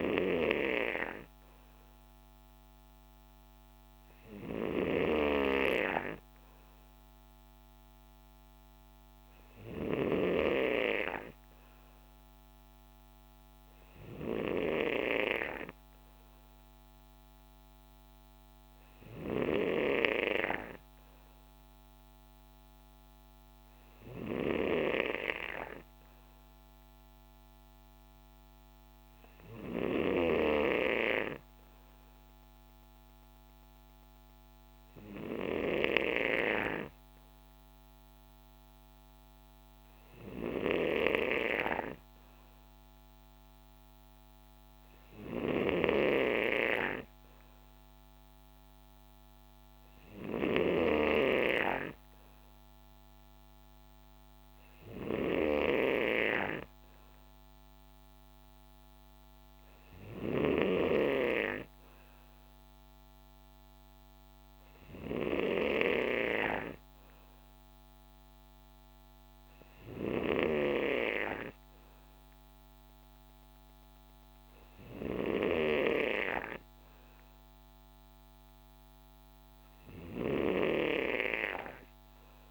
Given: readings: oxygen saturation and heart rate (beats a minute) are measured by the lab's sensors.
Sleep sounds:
breathing in sleep by a microphone on the trachea; none
none scored
From the record:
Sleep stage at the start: N3 (deep sleep); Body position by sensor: on the right side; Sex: male

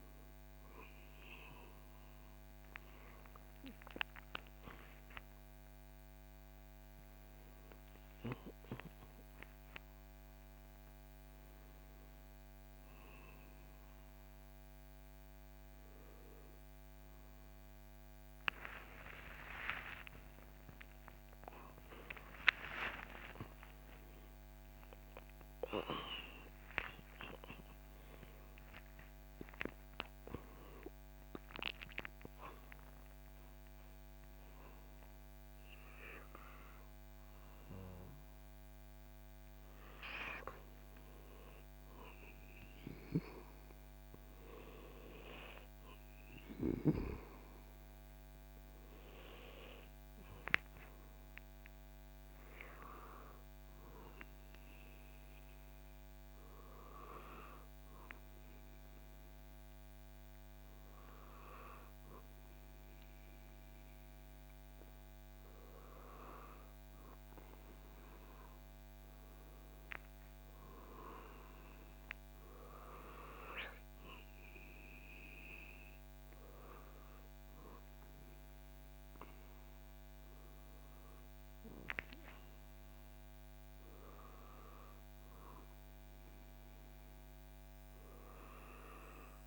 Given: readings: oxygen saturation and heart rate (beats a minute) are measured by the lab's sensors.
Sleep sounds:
a person partly awake in a sleep study, by a microphone on the trachea; 1
16.50-46.50 s: new sleep stage, awake
45.50-55.50 s: oxygen desaturation (device-marked, oxygen 97% before, 94% lowest, heart rate 84 before, 64 extreme)
46.50-89.46 s: new sleep stage, N2 (light sleep)
55.00-66.50 s: hypopnea (oxygen 97% before, 94% lowest, heart rate 76 before, 64 extreme, up 16 after)
70.00-73.00 s: arousal
From the record:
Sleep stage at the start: N2 (light sleep); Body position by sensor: on the back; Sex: male

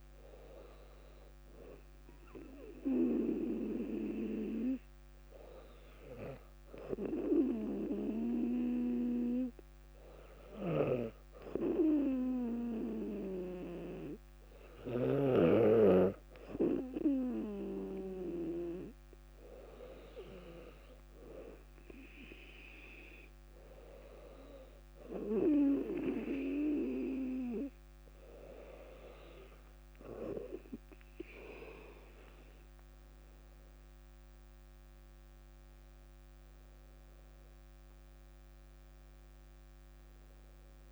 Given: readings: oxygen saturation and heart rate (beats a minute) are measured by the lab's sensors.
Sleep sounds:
breathing in sleep by a microphone on the trachea; 1
0.00-11.50 s: oxygen desaturation (device-marked, oxygen 95% lowest, heart rate 59 extreme)
6.50-20.00 s: hypopnea (oxygen 98% before, 95% lowest, heart rate 62 before, 61 extreme, up 3 after)
22.00-25.50 s: arousal
From the record:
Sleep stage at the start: N2 (light sleep); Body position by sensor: on the back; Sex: female

